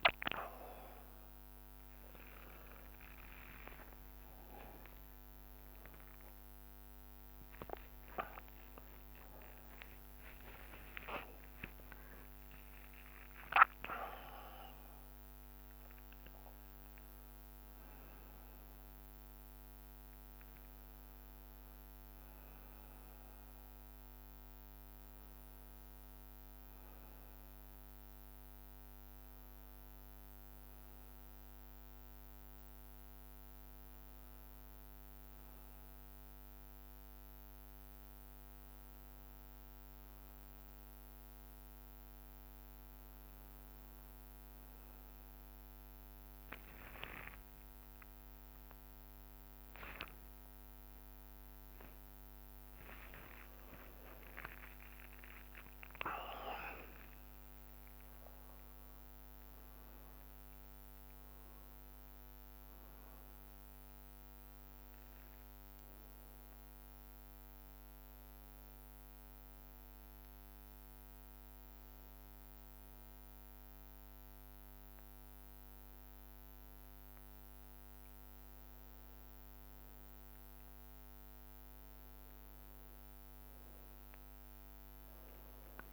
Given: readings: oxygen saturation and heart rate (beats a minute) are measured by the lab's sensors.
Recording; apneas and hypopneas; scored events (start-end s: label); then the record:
a person partly awake in a sleep study, by a microphone on the trachea; 1
0.00-8.50 s: drop in pulse transit time (device-marked)
0.00-10.50 s: bradycardia (device-marked)
1.50-3.50 s: long interval between heartbeats (device-marked)
8.00-10.00 s: long interval between heartbeats (device-marked)
11.50-79.50 s: bradycardia (device-marked, heart rate 39 before, 25 extreme)
12.00-14.00 s: long interval between heartbeats (device-marked)
16.00-18.00 s: long interval between heartbeats (device-marked)
22.50-85.93 s: new sleep stage, N1 (lightest sleep)
25.00-27.00 s: long interval between heartbeats (device-marked, heart rate 37 before, 37 extreme)
25.50-34.50 s: oxygen desaturation (device-marked, oxygen 95% before, 91% lowest, heart rate 38 before, 40 extreme)
36.50-38.50 s: long interval between heartbeats (device-marked, heart rate 41 before, 53 extreme)
37.50-38.50 s: drop in pulse transit time (device-marked, heart rate 41 before, 53 extreme)
43.50-45.50 s: long interval between heartbeats (device-marked, heart rate 43 before, 45 extreme)
47.50-53.50 s: arousal
49.50-58.50 s: drop in pulse transit time (device-marked, heart rate 46 before, 45 extreme)
65.00-81.00 s: hypopnea (oxygen 93% before, 90% lowest)
84.50-85.93 s: arousal
From the record:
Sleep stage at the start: awake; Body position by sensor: on the back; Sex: male